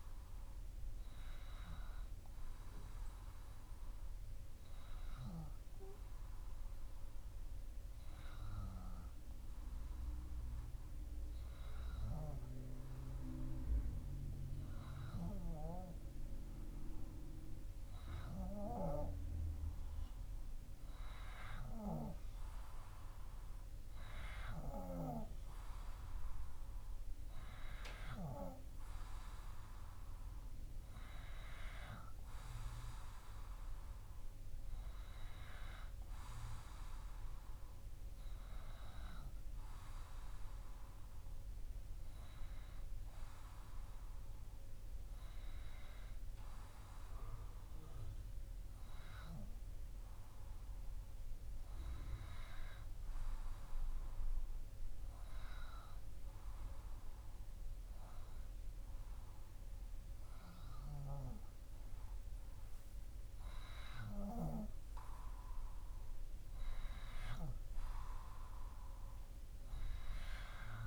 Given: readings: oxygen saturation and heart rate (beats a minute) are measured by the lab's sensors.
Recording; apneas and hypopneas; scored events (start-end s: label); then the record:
breathing in sleep by a room microphone; 2
3.50-16.50 s: hypopnea (oxygen 96% before, 95% lowest, heart rate 61 before, 59 extreme, up 1 after)
19.00-22.00 s: arousal
45.50-49.00 s: arousal
52.00-63.50 s: hypopnea (oxygen 95% before, 94% lowest, heart rate 60 before, 59 extreme, up 3 after)
65.00-69.00 s: arousal
From the record:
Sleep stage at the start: N2 (light sleep); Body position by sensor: on the back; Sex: male